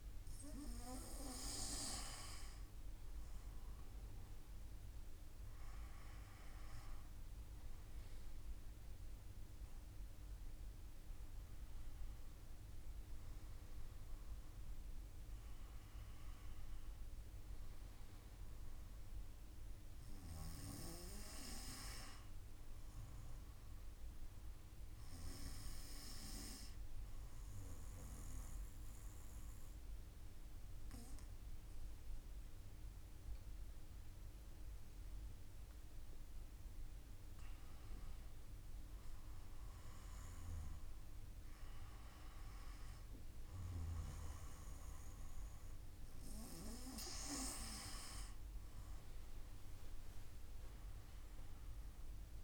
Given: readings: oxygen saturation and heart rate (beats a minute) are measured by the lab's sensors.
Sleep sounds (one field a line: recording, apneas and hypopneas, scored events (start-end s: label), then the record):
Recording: breathing in sleep by a room microphone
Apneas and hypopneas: 1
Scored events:
19.50-23.00 s: arousal
26.00-37.00 s: obstructive apnea (oxygen 96% before, 94% lowest, heart rate 55 before, 51 extreme, up 3 after)
39.50-42.50 s: arousal
From the record:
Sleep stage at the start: N2 (light sleep)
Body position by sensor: on the back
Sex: male